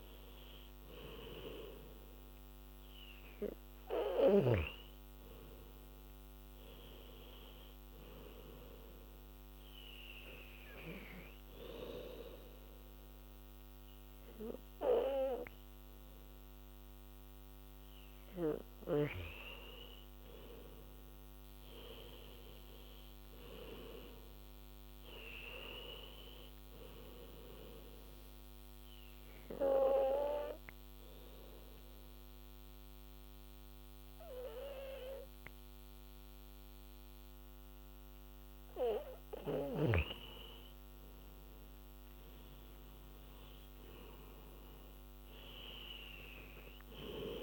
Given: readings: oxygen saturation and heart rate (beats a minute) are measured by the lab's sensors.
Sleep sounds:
breathing in sleep by a microphone on the trachea; 2
8.50-18.50 s: hypopnea (oxygen 97% before, 87% lowest, heart rate 76 before, 70 extreme, up 8 after)
20.50-24.00 s: arousal
28.50-39.00 s: obstructive apnea (oxygen 97% before, 87% lowest, heart rate 82 before, 64 extreme, up 15 after)
41.00-44.50 s: arousal
43.50-47.43 s: oxygen desaturation (device-marked, oxygen 97% before, 91% lowest, heart rate 78 before, 64 extreme)
From the record:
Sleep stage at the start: N2 (light sleep); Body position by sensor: on the back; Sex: female

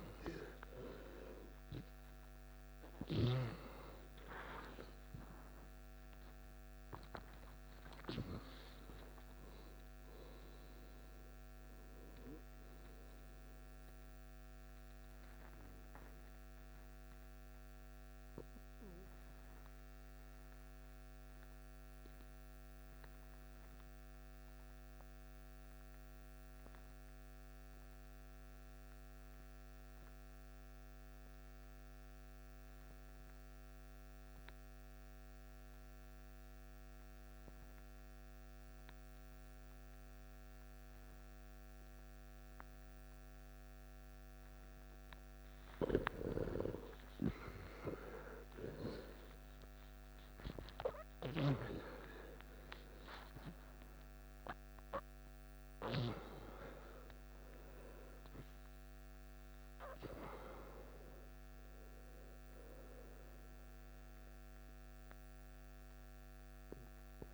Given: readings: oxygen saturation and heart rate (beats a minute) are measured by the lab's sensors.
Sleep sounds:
breathing in sleep by a microphone on the trachea; 1
0.00-1.50 s: arousal
0.00-25.00 s: oxygen desaturation (device-marked, oxygen 88% lowest, heart rate 55 extreme)
21.00-45.00 s: hypopnea (oxygen 96% before, 89% lowest, heart rate 69 before, 55 extreme, up 14 after)
41.00-67.34 s: oxygen desaturation (device-marked, oxygen 98% before, 89% lowest, heart rate 56 before, 54 extreme)
47.00-51.00 s: arousal
From the record:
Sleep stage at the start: N2 (light sleep); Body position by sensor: on the back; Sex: male

